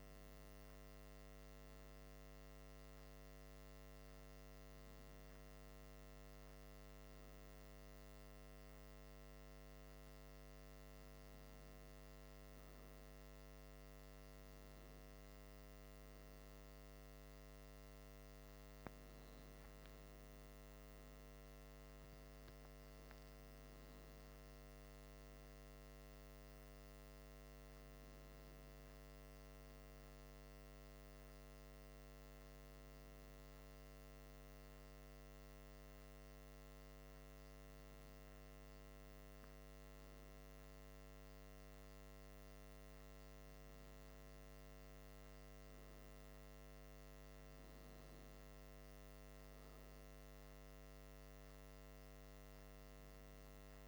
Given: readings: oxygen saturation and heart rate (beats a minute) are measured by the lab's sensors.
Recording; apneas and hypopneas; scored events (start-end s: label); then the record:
breathing in sleep, hard to hear, by a microphone on the trachea; none
none scored
From the record:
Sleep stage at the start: N3 (deep sleep); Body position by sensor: on the back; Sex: male